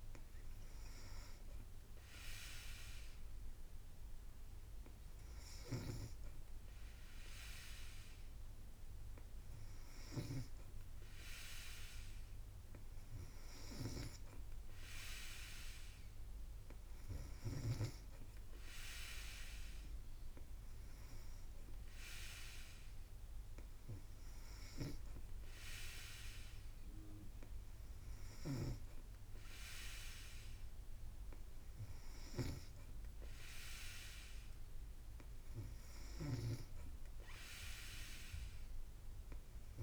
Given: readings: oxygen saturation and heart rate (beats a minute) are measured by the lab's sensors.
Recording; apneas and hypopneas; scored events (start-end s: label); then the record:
breathing in sleep by a room microphone; none
none scored
From the record:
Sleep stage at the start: N3 (deep sleep); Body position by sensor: on the back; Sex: female